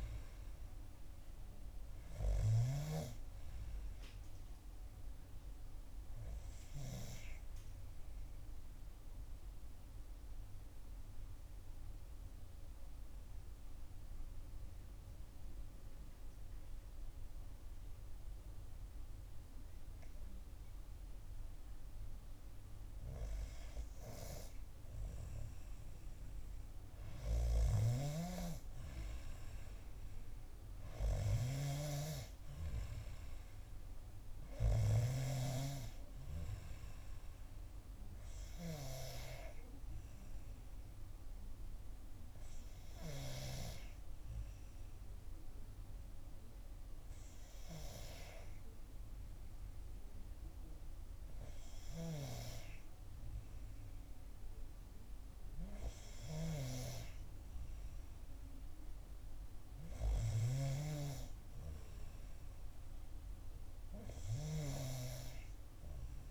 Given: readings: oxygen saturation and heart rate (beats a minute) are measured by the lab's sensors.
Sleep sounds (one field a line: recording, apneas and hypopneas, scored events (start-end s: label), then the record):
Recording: breathing in sleep by a room microphone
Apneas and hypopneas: 2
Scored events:
0.00-16.50 s: oxygen desaturation (device-marked, oxygen 92% lowest, heart rate 57 extreme)
7.00-23.00 s: obstructive apnea (oxygen 97% before, 92% lowest, heart rate 62 before, 57 extreme, up 5 after)
25.00-29.00 s: arousal
30.50-54.50 s: oxygen desaturation (device-marked, oxygen 96% before, 92% lowest, heart rate 59 before, 55 extreme)
40.50-55.50 s: hypopnea (oxygen 96% before, 92% lowest, heart rate 61 before, 55 extreme, up 2 after)
57.50-62.00 s: arousal
From the record:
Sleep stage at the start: N2 (light sleep)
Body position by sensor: on the back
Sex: female